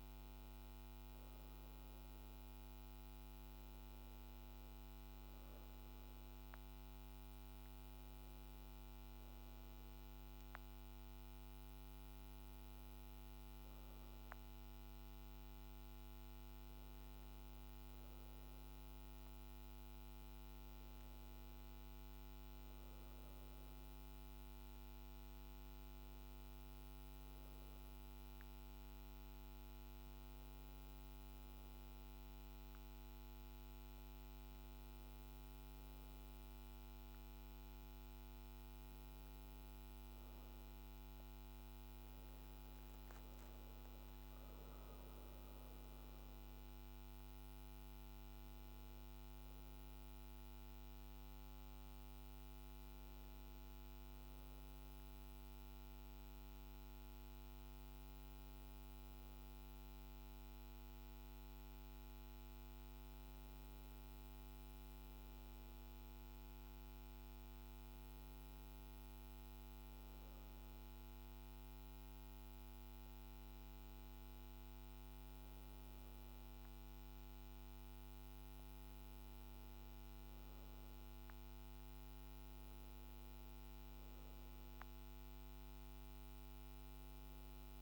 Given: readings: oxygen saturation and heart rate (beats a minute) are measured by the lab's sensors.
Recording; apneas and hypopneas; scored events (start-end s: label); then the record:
breathing in sleep, hard to hear, by a microphone on the trachea; none
0.00-16.00 s: oxygen desaturation (device-marked, oxygen 88% lowest, heart rate 53 extreme)
29.00-87.82 s: new sleep stage, N2 (light sleep)
From the record:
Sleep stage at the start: REM sleep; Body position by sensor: on the back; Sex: female